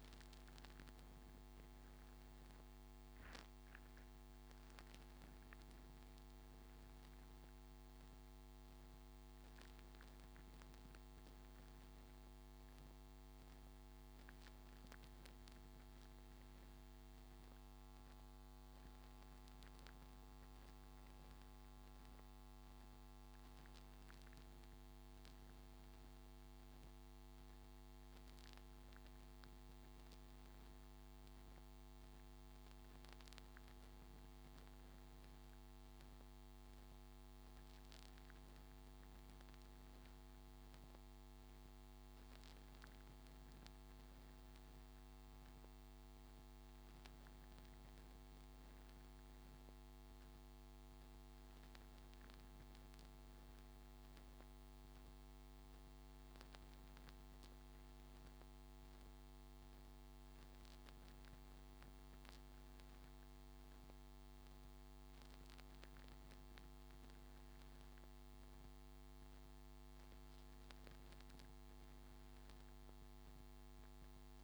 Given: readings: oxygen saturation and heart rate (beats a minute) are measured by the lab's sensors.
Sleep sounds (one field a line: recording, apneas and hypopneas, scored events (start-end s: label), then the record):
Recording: breathing in sleep, hard to hear, by a microphone on the trachea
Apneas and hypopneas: none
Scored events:
none scored
From the record:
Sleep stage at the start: N3 (deep sleep)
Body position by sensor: on the front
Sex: male